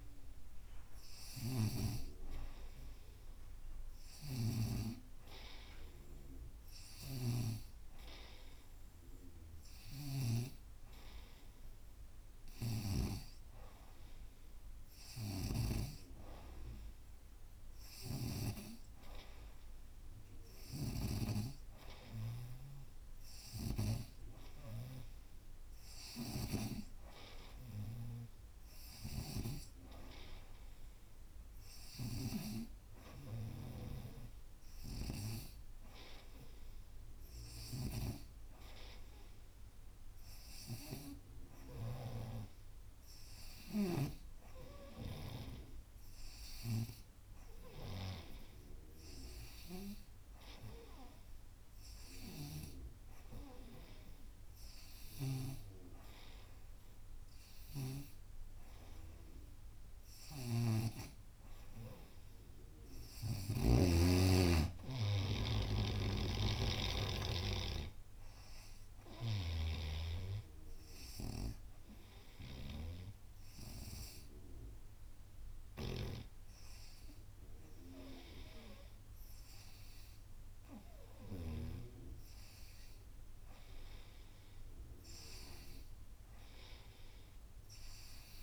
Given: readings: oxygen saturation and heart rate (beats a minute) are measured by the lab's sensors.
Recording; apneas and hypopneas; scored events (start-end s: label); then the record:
breathing in sleep by a room microphone; 1
0.00-2.00 s: snoring (device-marked)
4.00-10.50 s: snoring (device-marked)
12.50-16.00 s: snoring (device-marked)
20.50-32.50 s: snoring (device-marked)
41.50-48.00 s: snoring (device-marked)
60.00-63.50 s: snoring (device-marked)
64.50-88.43 s: oxygen desaturation (device-marked, oxygen 94% before, 88% lowest, heart rate 90 before, 88 extreme)
65.50-69.00 s: arousal
65.50-81.50 s: snoring (device-marked)
72.50-83.50 s: hypopnea (oxygen 94% before, 88% lowest, heart rate 90 before, 88 extreme, up 0 after)
86.00-88.43 s: arousal
From the record:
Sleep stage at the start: N2 (light sleep); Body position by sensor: on the right side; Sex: female